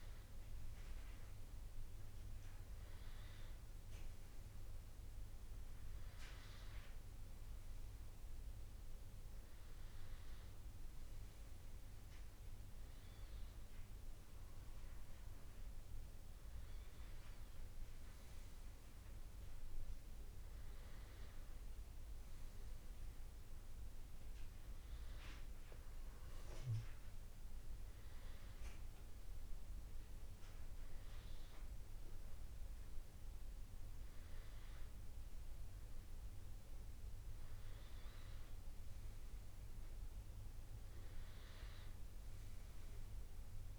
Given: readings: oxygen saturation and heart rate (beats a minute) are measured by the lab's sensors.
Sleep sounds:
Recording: breathing in sleep, hard to hear, by a room microphone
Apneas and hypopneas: none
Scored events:
29.50-33.50 s: arousal
From the record:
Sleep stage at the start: N2 (light sleep)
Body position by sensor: on the back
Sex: male

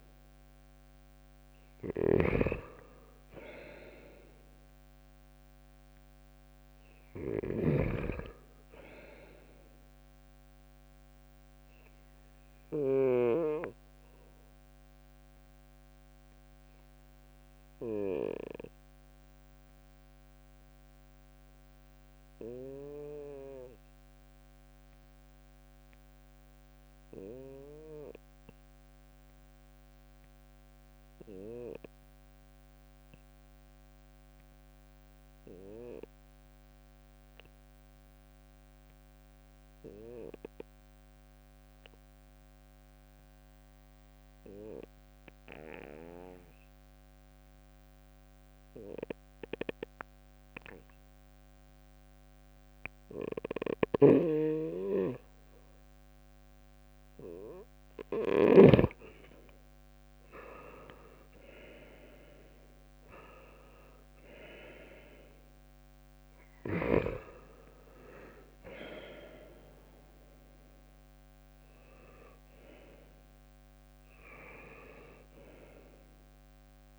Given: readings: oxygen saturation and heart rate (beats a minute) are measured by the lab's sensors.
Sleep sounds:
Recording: breathing in sleep by a microphone on the trachea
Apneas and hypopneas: 1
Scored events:
0.00-3.50 s: oxygen desaturation (device-marked, oxygen 93% lowest, heart rate 68 extreme)
0.00-7.00 s: snoring (device-marked)
10.50-30.50 s: oxygen desaturation (device-marked, oxygen 94% before, 85% lowest, heart rate 75 before, 68 extreme)
14.50-56.50 s: obstructive apnea (oxygen 97% before, 85% lowest, heart rate 74 before, 65 extreme, up 8 after)
53.00-58.00 s: snoring (device-marked)
59.00-62.50 s: arousal
67.50-76.99 s: new sleep stage, N2 (light sleep)
From the record:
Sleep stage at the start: REM sleep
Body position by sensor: on the right side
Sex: male

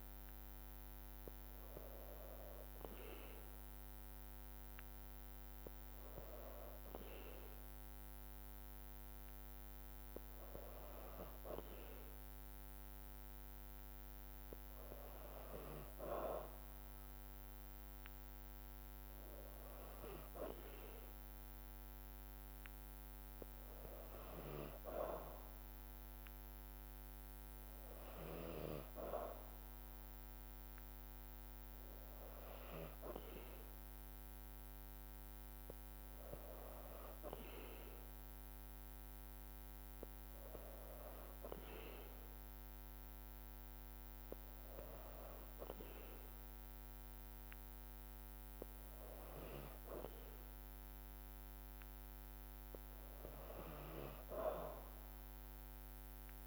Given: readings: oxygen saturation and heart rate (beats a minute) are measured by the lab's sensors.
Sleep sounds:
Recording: breathing in sleep by a microphone on the trachea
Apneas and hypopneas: none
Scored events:
none scored
From the record:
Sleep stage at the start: N2 (light sleep)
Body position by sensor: on the back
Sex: female

